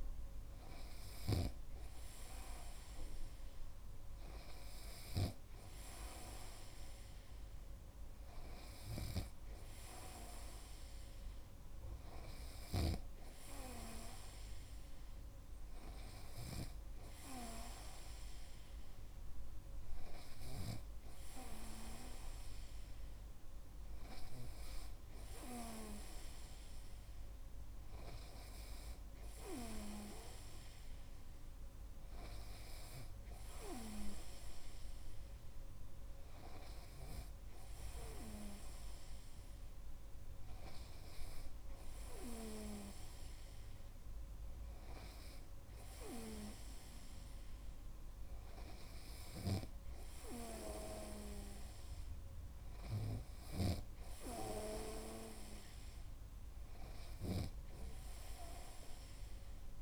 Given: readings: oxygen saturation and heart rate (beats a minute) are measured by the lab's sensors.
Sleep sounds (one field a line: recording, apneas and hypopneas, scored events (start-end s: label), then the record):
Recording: breathing in sleep by a room microphone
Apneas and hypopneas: none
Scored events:
13.00-17.00 s: snoring (device-marked)
From the record:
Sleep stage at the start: N2 (light sleep)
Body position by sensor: on the right side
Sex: male